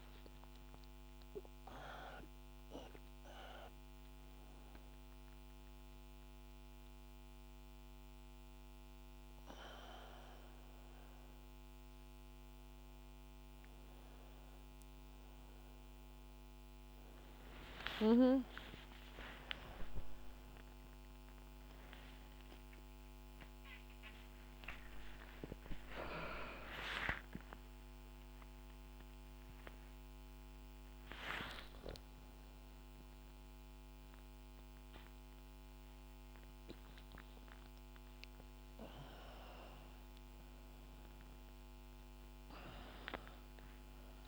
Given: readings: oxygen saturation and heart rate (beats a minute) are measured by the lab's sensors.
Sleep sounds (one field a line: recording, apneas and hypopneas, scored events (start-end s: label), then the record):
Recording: a person awake in a sleep study, by a microphone on the trachea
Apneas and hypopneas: none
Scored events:
7.00-11.00 s: bradycardia (device-marked, heart rate 72 before, 59 extreme)
From the record:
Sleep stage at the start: awake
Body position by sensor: on the back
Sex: female